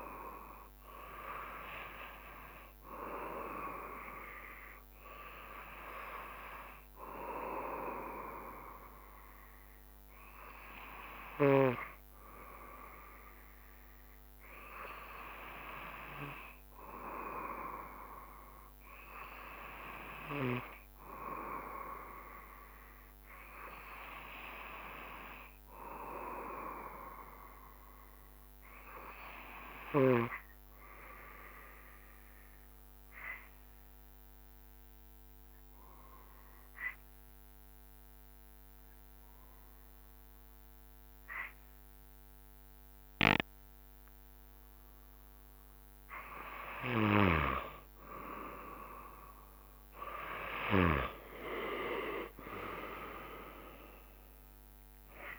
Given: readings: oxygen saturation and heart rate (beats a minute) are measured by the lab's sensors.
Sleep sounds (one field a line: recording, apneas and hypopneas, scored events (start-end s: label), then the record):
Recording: breathing in sleep by a microphone on the trachea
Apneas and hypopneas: 1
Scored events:
0.00-3.50 s: drop in pulse transit time (device-marked, heart rate 68 extreme)
6.00-41.50 s: obstructive apnea (oxygen 94% before, 90% lowest, heart rate 70 before, 64 extreme, up 9 after)
47.50-51.50 s: arousal
50.50-55.38 s: drop in pulse transit time (device-marked, heart rate 69 before, 72 extreme)
51.50-55.38 s: oxygen desaturation (device-marked, oxygen 94% before, 90% lowest, heart rate 69 before, 68 extreme)
From the record:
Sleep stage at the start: N2 (light sleep)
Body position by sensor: on the back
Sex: male